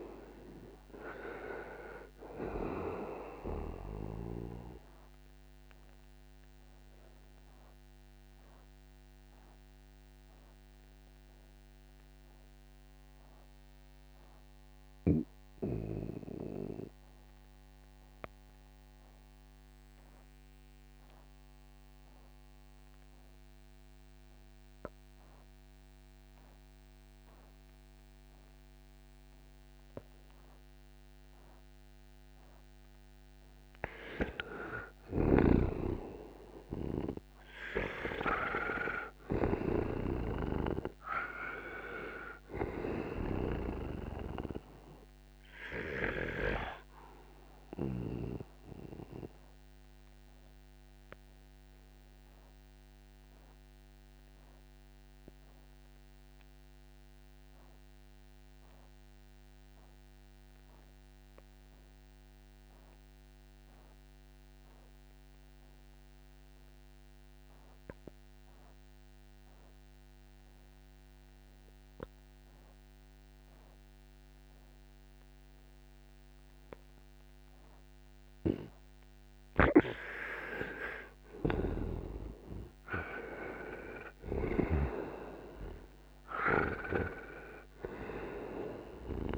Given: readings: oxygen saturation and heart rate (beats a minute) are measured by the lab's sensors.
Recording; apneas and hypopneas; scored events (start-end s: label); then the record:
breathing in sleep by a microphone on the trachea; 2
0.00-25.00 s: oxygen desaturation (device-marked, oxygen 83% lowest, heart rate 59 extreme)
6.00-34.00 s: obstructive apnea (oxygen 98% before, 83% lowest, heart rate 65 before, 57 extreme, up 11 after)
35.00-40.50 s: snoring (device-marked)
36.00-40.50 s: arousal
38.00-69.00 s: oxygen desaturation (device-marked, oxygen 98% before, 87% lowest, heart rate 68 before, 57 extreme)
46.00-80.00 s: obstructive apnea (oxygen 98% before, 85% lowest, heart rate 69 before, 57 extreme, up 27 after)
79.50-85.00 s: snoring (device-marked)
81.50-85.50 s: arousal
83.00-89.38 s: oxygen desaturation (device-marked, oxygen 97% before, 85% lowest, heart rate 63 before, 58 extreme)
From the record:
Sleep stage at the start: N2 (light sleep); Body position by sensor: on the right side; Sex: male